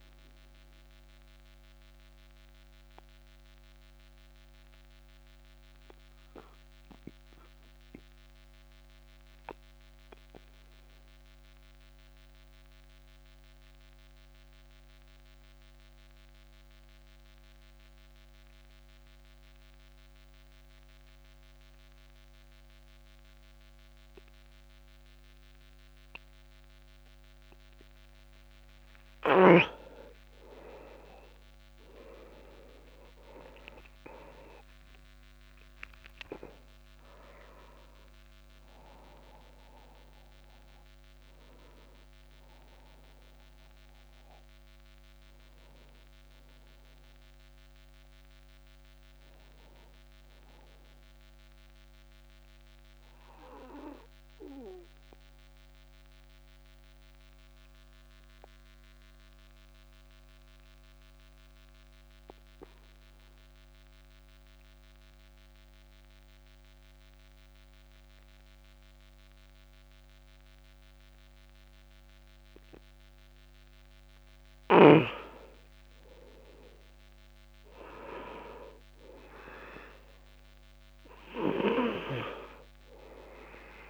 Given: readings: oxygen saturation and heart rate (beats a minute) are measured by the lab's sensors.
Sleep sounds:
breathing in sleep by a microphone on the trachea; 2
0.00-14.50 s: oxygen desaturation (device-marked, oxygen 91% lowest)
0.50-28.50 s: obstructive apnea (oxygen 98% before, 89% lowest)
30.50-33.00 s: arousal
30.50-62.50 s: oxygen desaturation (device-marked, oxygen 99% before, 89% lowest)
46.50-49.00 s: arousal
52.00-74.50 s: obstructive apnea (oxygen 99% before, 89% lowest)
76.50-80.50 s: arousal
From the record:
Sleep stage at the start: N2 (light sleep); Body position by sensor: on the back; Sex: male

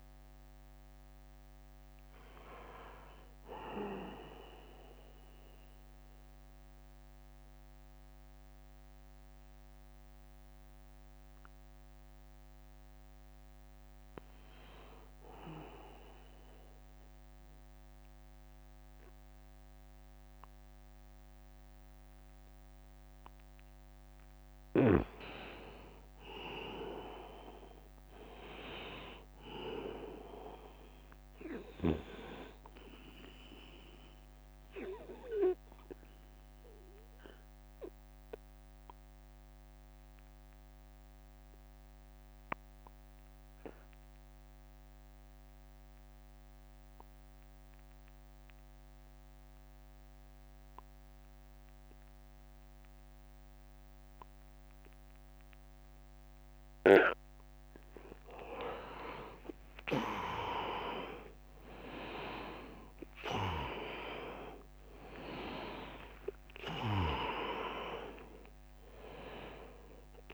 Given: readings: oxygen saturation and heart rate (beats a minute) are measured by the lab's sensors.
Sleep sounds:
breathing in sleep by a microphone on the trachea; 2
0.00-6.50 s: oxygen desaturation (device-marked, oxygen 84% lowest, heart rate 69 extreme)
10.50-14.00 s: arousal
14.00-16.00 s: long interval between heartbeats (device-marked, heart rate 81 before, 69 extreme)
15.00-25.00 s: mixed apnea (oxygen 100% before, 86% lowest, heart rate 81 before, 68 extreme, up 14 after)
27.00-30.50 s: arousal
27.50-47.50 s: oxygen desaturation (device-marked, oxygen 100% before, 92% lowest, heart rate 74 before, 68 extreme)
35.00-55.50 s: obstructive apnea (oxygen 100% before, 86% lowest, heart rate 75 before, 69 extreme, up 16 after)
58.50-64.00 s: arousal
58.50-70.34 s: oxygen desaturation (device-marked, oxygen 98% before, 86% lowest, heart rate 74 before, 73 extreme)
61.50-70.34 s: drop in pulse transit time (device-marked, heart rate 76 before, 80 extreme)
From the record:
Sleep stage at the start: N2 (light sleep); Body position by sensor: on the back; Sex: male

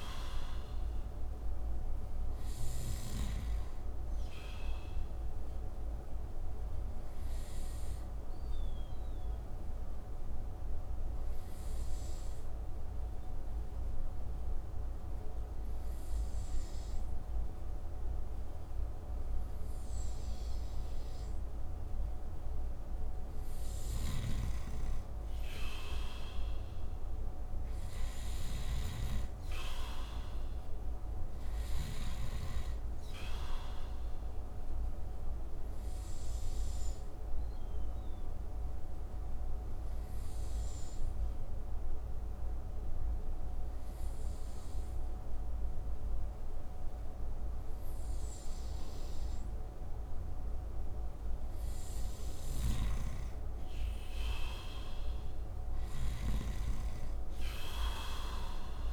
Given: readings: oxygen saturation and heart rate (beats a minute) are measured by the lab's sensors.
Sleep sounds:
breathing in sleep by a room microphone; 2
0.00-2.50 s: snoring (device-marked)
0.00-17.50 s: oxygen desaturation (device-marked, oxygen 90% lowest)
5.50-22.00 s: obstructive apnea (oxygen 95% before, 90% lowest)
23.00-26.50 s: arousal
23.00-31.50 s: snoring (device-marked)
31.50-47.50 s: oxygen desaturation (device-marked, oxygen 96% before, 90% lowest)
33.50-50.00 s: obstructive apnea (oxygen 96% before, 90% lowest)
52.00-58.93 s: snoring (device-marked)
53.00-56.00 s: arousal
From the record:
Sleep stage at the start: N2 (light sleep); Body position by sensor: on the right side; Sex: male

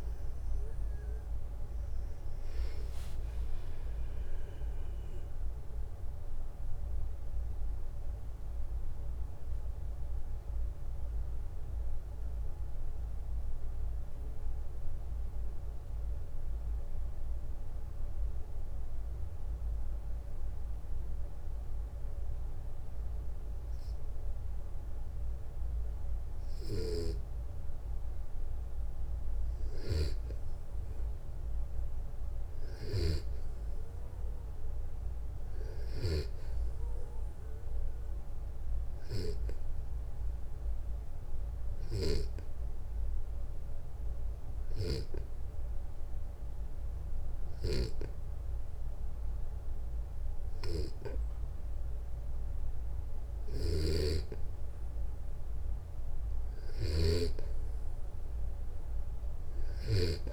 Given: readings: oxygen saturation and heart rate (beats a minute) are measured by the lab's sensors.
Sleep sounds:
breathing in sleep by a room microphone; 2
0.00-3.00 s: arousal
11.00-26.00 s: obstructive apnea (oxygen 95% before, 91% lowest, heart rate 66 before, 58 extreme, up 7 after)
26.00-50.50 s: snoring (device-marked)
29.00-32.00 s: arousal
38.50-53.50 s: oxygen desaturation (device-marked, oxygen 97% before, 91% lowest, heart rate 62 before, 63 extreme)
41.00-53.50 s: hypopnea (oxygen 97% before, 91% lowest, heart rate 63 before, 63 extreme, up 2 after)
52.50-60.33 s: snoring (device-marked)
55.50-59.00 s: arousal
From the record:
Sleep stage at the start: N2 (light sleep); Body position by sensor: on the back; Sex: male

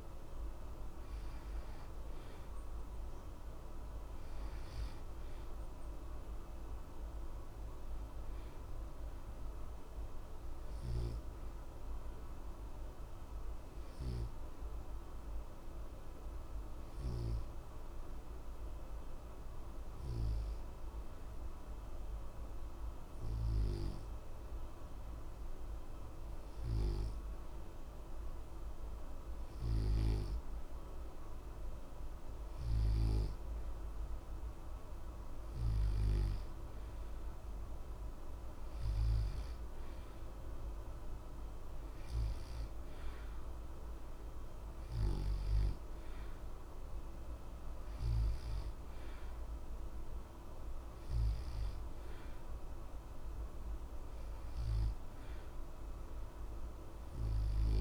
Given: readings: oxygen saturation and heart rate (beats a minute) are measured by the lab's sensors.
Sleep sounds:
breathing in sleep, hard to hear, by a room microphone; 1
10.00-27.00 s: obstructive apnea (oxygen 91% before, 88% lowest, heart rate 60 before, 60 extreme, up 0 after)
29.00-32.00 s: arousal
From the record:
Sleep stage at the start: N2 (light sleep); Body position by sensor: on the back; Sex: male

